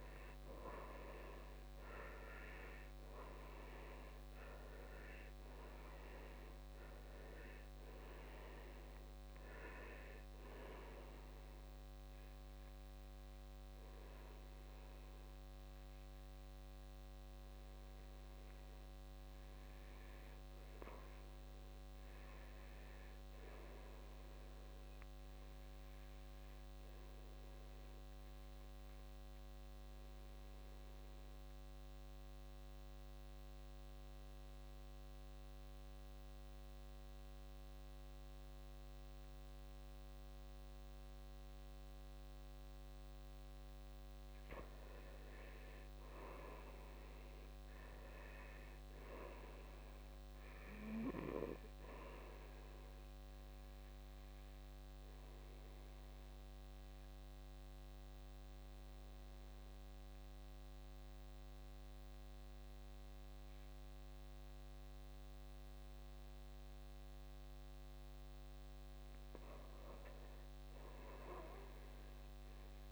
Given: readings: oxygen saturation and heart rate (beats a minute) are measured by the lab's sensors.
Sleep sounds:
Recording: breathing in sleep by a microphone on the trachea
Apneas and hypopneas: 1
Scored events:
0.00-2.00 s: arousal
0.00-24.50 s: oxygen desaturation (device-marked, oxygen 76% lowest, heart rate 53 extreme)
25.00-43.50 s: obstructive apnea (oxygen 90% before, 86% lowest, heart rate 65 before, 53 extreme, up 13 after)
45.50-49.00 s: arousal
46.50-71.50 s: oxygen desaturation (device-marked, oxygen 97% before, 86% lowest, heart rate 55 before, 53 extreme)
From the record:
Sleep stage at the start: N2 (light sleep)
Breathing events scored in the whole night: 376 in 4.7 hours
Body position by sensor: on the back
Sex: male

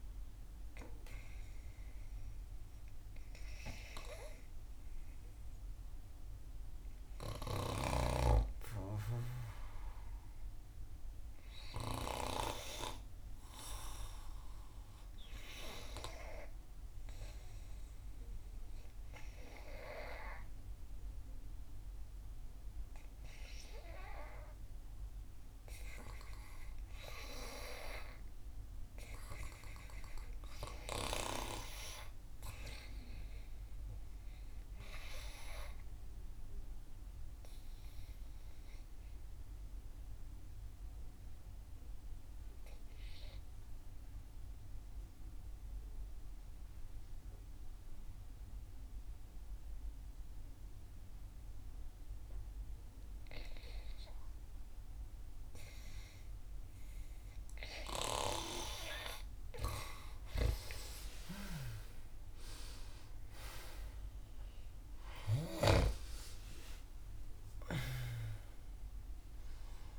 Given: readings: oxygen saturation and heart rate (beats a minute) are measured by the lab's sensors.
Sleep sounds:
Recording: breathing in sleep by a room microphone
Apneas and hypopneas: 2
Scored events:
3.50-7.50 s: arousal
7.00-12.00 s: snoring (device-marked)
10.00-25.00 s: obstructive apnea (oxygen 96% before, 87% lowest, heart rate 70 before, 63 extreme, up 0 after)
26.50-30.50 s: arousal
35.50-58.00 s: obstructive apnea (oxygen 96% before, 87% lowest, heart rate 65 before, 60 extreme, up 7 after)
57.50-65.50 s: snoring (device-marked)
57.50-69.99 s: oxygen desaturation (device-marked, oxygen 92% before, 87% lowest, heart rate 64 before, 60 extreme)
60.50-66.00 s: arousal
From the record:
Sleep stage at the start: N2 (light sleep)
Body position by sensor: on the back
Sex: female

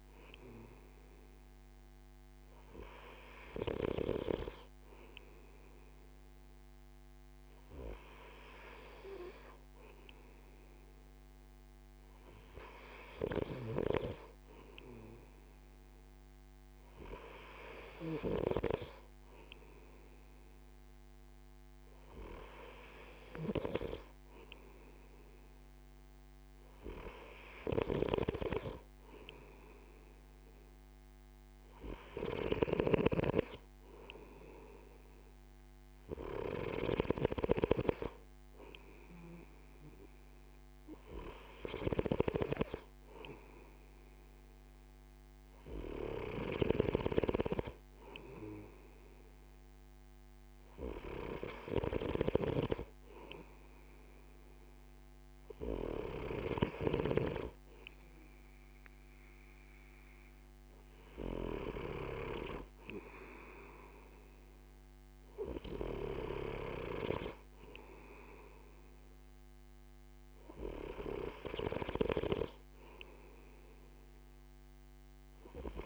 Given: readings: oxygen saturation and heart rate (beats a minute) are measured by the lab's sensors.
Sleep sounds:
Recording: breathing in sleep by a microphone on the trachea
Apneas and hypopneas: none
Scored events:
41.50-57.00 s: snoring (device-marked)
From the record:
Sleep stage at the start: N2 (light sleep)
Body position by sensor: on the right side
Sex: male

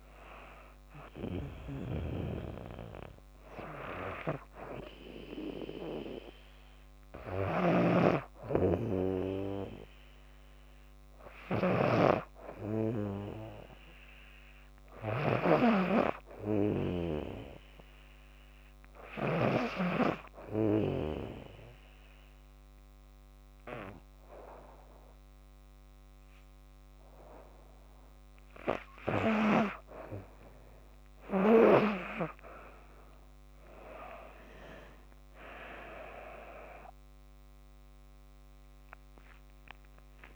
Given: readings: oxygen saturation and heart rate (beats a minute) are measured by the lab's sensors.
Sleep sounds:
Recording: breathing in sleep by a microphone on the trachea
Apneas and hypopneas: 1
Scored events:
0.00-1.00 s: arousal
1.00-19.00 s: snoring (device-marked)
19.00-29.00 s: obstructive apnea (oxygen 97% before, 94% lowest, heart rate 80 before, 78 extreme, up 8 after)
From the record:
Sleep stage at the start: N2 (light sleep)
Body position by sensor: on the back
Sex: female

